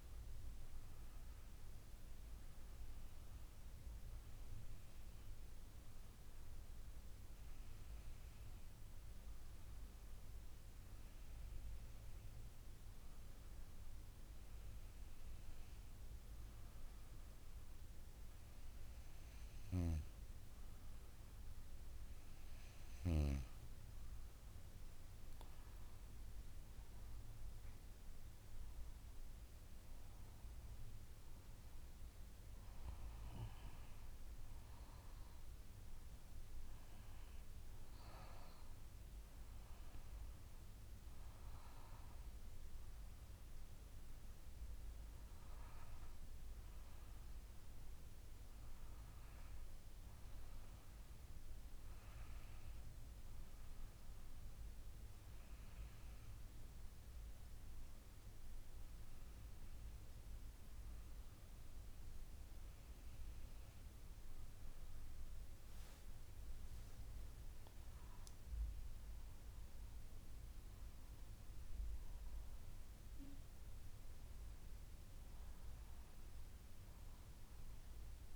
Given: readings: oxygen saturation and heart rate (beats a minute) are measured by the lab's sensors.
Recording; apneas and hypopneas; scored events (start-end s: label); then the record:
breathing in sleep, hard to hear, by a room microphone; none
67.00-70.50 s: arousal
From the record:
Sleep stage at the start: N2 (light sleep); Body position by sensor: on the back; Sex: female